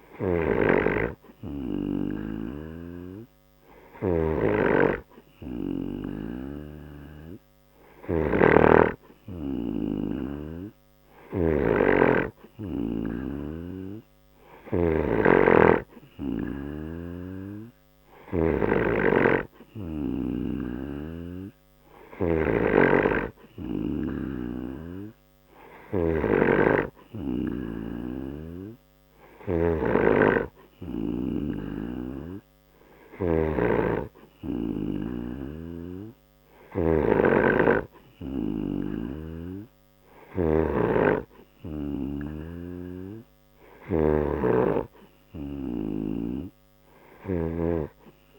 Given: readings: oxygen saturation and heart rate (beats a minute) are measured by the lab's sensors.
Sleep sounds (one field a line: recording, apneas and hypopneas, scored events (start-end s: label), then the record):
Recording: breathing in sleep by a microphone on the trachea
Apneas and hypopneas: none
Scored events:
0.00-44.00 s: snoring (device-marked)
From the record:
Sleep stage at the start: N2 (light sleep)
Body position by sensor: on the right side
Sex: male